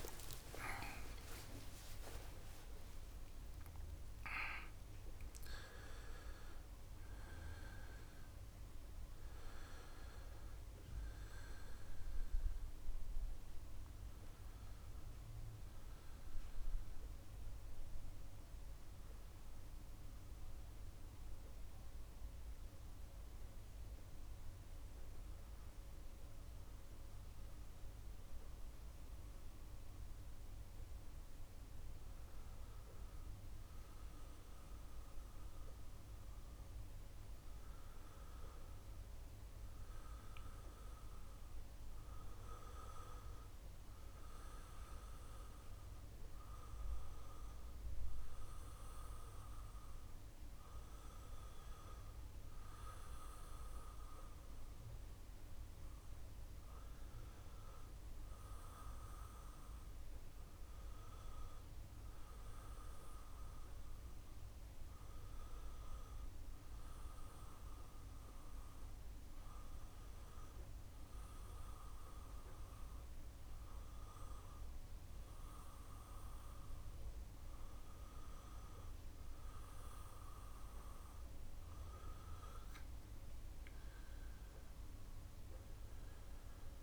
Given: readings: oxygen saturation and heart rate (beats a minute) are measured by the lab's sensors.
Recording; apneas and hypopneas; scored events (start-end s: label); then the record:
breathing in sleep, hard to hear, by a room microphone; 1
0.00-1.50 s: arousal
0.00-5.00 s: oxygen desaturation (device-marked, oxygen 89% lowest, heart rate 67 extreme)
13.00-17.00 s: oxygen desaturation (device-marked, oxygen 92% before, 86% lowest, heart rate 112 before, 67 extreme)
18.50-80.50 s: obstructive apnea (oxygen 98% before, 91% lowest, heart rate 105 before, 67 extreme, up 4 after)
39.00-56.00 s: oxygen desaturation (device-marked, oxygen 98% before, 93% lowest, heart rate 68 before, 67 extreme)
83.50-86.83 s: arousal
From the record:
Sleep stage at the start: N1 (lightest sleep); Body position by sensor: on the back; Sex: male